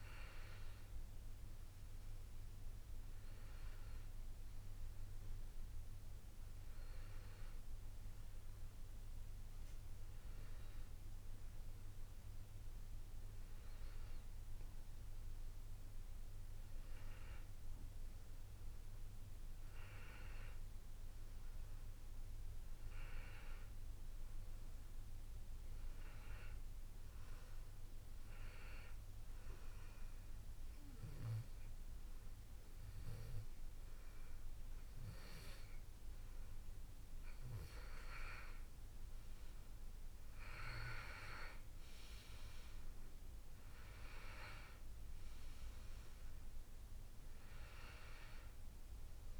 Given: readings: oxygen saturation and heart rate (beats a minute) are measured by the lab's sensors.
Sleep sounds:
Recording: breathing in sleep by a room microphone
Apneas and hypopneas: 1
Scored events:
27.50-39.50 s: hypopnea (oxygen 96% before, 92% lowest, heart rate 87 before, 83 extreme, up 3 after)
38.50-49.40 s: oxygen desaturation (device-marked, oxygen 96% before, 92% lowest, heart rate 86 before, 83 extreme)
45.50-49.00 s: arousal
From the record:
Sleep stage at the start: N2 (light sleep)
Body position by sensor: on the back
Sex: male

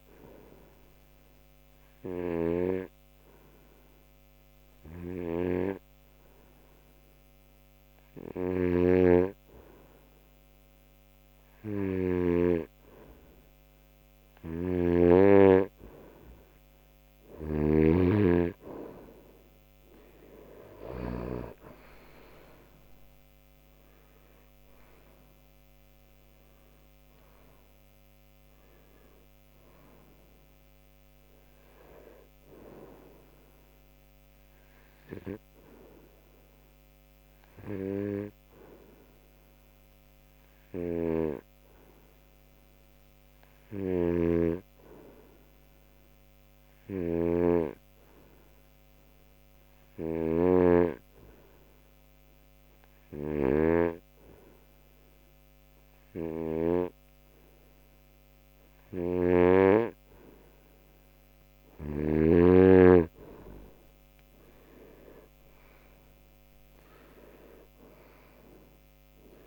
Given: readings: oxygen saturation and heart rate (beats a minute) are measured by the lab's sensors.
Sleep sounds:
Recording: breathing in sleep by a microphone on the trachea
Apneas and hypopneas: 2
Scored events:
1.00-16.50 s: hypopnea (oxygen 94% before, 91% lowest)
20.00-24.50 s: arousal
36.50-62.50 s: hypopnea (oxygen 93% before, 90% lowest)
65.00-69.00 s: arousal
68.00-69.47 s: oxygen desaturation (device-marked, oxygen 97% before, 90% lowest)
From the record:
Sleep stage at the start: N2 (light sleep)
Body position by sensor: on the right side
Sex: male

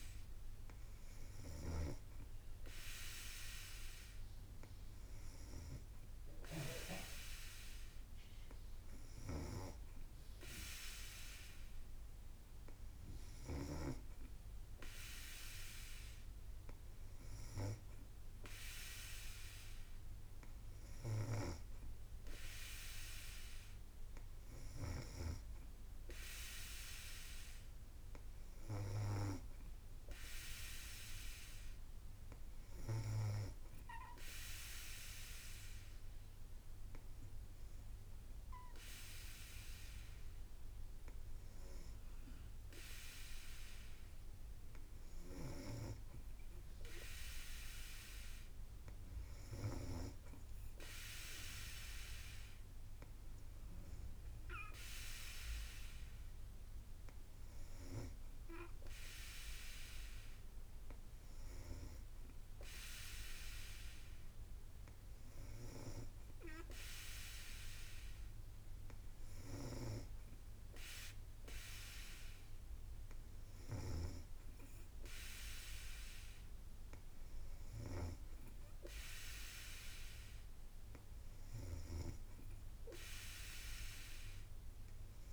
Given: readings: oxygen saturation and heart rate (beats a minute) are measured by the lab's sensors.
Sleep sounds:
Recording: breathing in sleep by a room microphone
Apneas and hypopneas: none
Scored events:
none scored
From the record:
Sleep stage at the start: N3 (deep sleep)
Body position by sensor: on the back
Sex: female

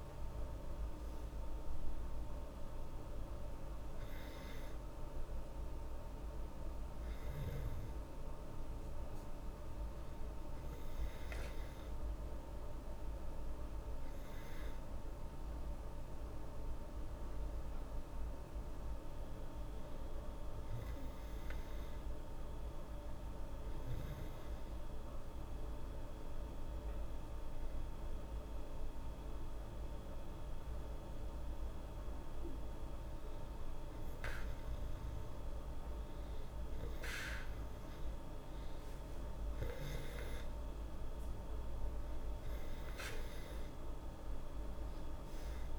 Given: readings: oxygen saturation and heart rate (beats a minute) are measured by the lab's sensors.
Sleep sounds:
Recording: breathing in sleep, hard to hear, by a room microphone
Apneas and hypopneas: 1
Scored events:
0.00-1.00 s: arousal
23.50-35.50 s: hypopnea (oxygen 97% before, 94% lowest, heart rate 79 before, 76 extreme, up 5 after)
37.50-41.50 s: arousal
From the record:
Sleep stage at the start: N2 (light sleep)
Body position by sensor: on the back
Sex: female

